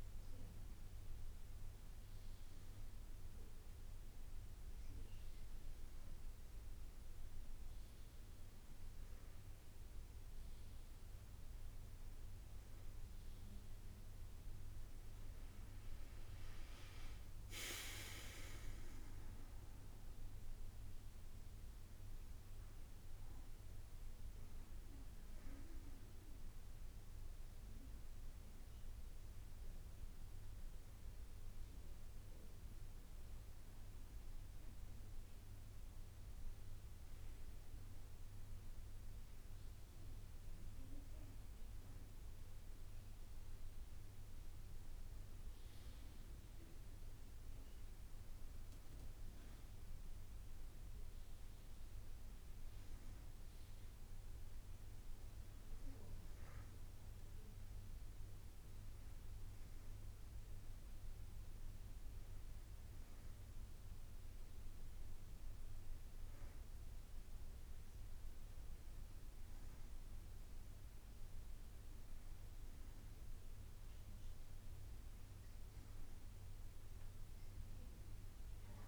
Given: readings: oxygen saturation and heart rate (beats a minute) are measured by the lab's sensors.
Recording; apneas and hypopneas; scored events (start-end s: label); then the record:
breathing in sleep, hard to hear, by a room microphone; 1
21.00-34.00 s: drop in pulse transit time (device-marked, heart rate 58 before, 54 extreme)
31.00-44.50 s: hypopnea (oxygen 97% before, 95% lowest, heart rate 57 before, 56 extreme, up 3 after)
From the record:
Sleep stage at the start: N2 (light sleep); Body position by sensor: on the back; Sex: female